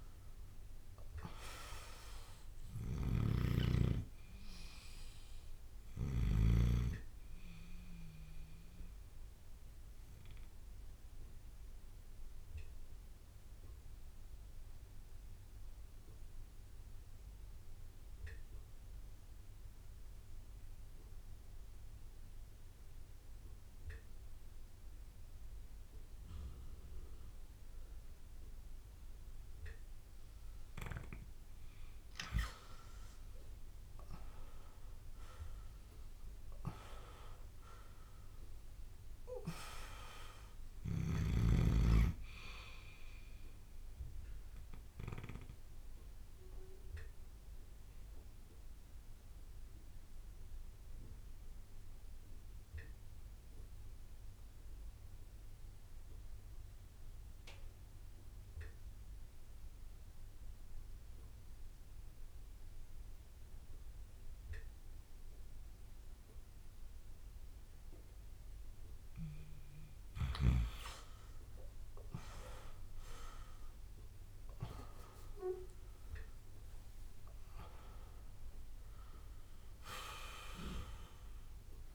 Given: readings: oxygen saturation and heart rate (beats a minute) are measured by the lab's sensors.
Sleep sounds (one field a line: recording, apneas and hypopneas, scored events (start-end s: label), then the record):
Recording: breathing in sleep by a room microphone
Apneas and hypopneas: 2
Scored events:
0.00-20.50 s: bradycardia (device-marked)
0.00-21.50 s: oxygen desaturation (device-marked, oxygen 90% lowest)
3.00-6.50 s: snoring (device-marked)
9.50-30.50 s: obstructive apnea (oxygen 99% before, 90% lowest)
32.50-58.50 s: oxygen desaturation (device-marked, oxygen 99% before, 91% lowest)
33.50-39.00 s: arousal
46.00-68.50 s: obstructive apnea (oxygen 99% before, 91% lowest)
68.50-81.95 s: oxygen desaturation (device-marked, oxygen 99% before, 91% lowest)
70.50-75.00 s: arousal
72.50-74.50 s: long interval between heartbeats (device-marked)
75.50-81.95 s: bradycardia (device-marked)
From the record:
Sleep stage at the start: N2 (light sleep)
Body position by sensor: on the back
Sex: male